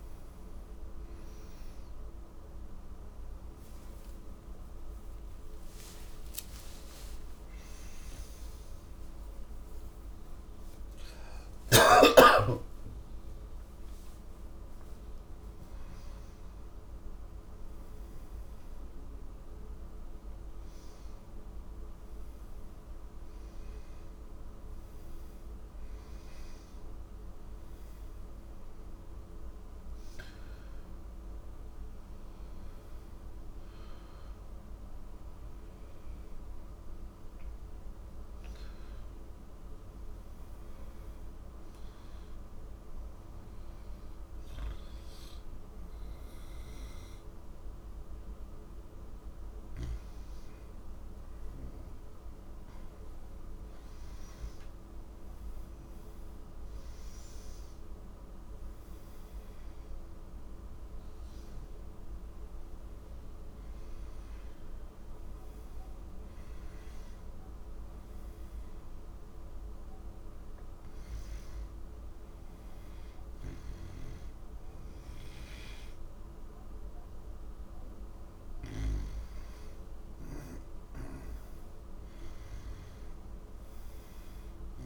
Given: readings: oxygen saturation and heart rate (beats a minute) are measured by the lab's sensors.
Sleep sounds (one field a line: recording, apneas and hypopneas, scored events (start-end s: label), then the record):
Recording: breathing in sleep, hard to hear, by a room microphone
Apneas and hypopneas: none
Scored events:
15.50-30.50 s: oxygen desaturation (device-marked, oxygen 95% before, 88% lowest)
77.50-84.86 s: new sleep stage, N1 (lightest sleep)
From the record:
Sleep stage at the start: N3 (deep sleep)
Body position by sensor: on the back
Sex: male